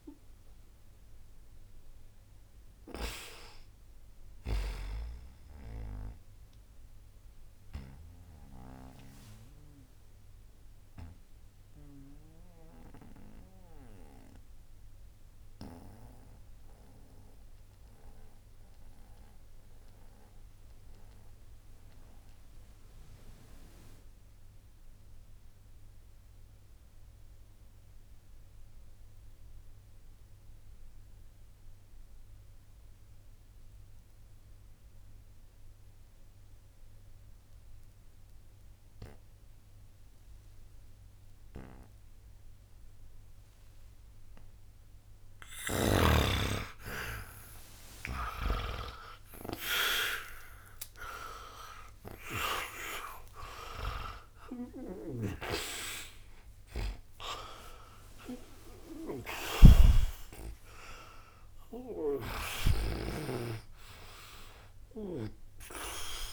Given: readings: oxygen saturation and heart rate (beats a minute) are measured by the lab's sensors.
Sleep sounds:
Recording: breathing in sleep by a room microphone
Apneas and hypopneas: 1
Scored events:
0.00-24.00 s: oxygen desaturation (device-marked, oxygen 80% lowest, heart rate 61 extreme)
7.50-45.50 s: mixed apnea (oxygen 95% before, 80% lowest, heart rate 102 before, 61 extreme, up 39 after)
44.00-66.33 s: oxygen desaturation (device-marked, oxygen 98% before, 80% lowest, heart rate 61 before, 50 extreme)
47.50-53.50 s: arousal
From the record:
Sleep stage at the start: N2 (light sleep)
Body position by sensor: on the back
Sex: male

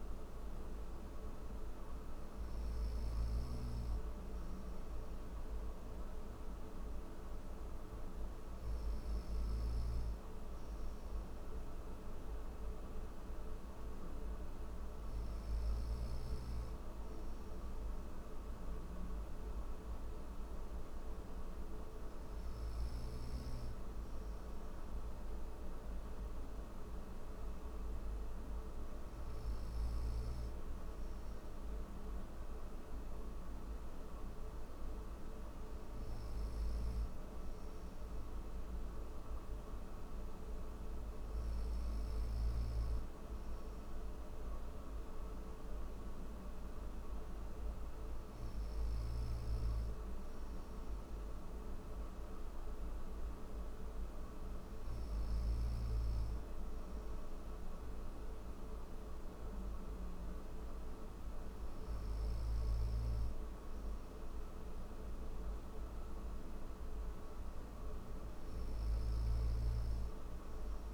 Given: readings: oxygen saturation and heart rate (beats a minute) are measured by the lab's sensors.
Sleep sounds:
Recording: breathing in sleep, hard to hear, by a room microphone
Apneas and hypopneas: none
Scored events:
none scored
From the record:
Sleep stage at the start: N1 (lightest sleep)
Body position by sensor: on the right side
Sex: male

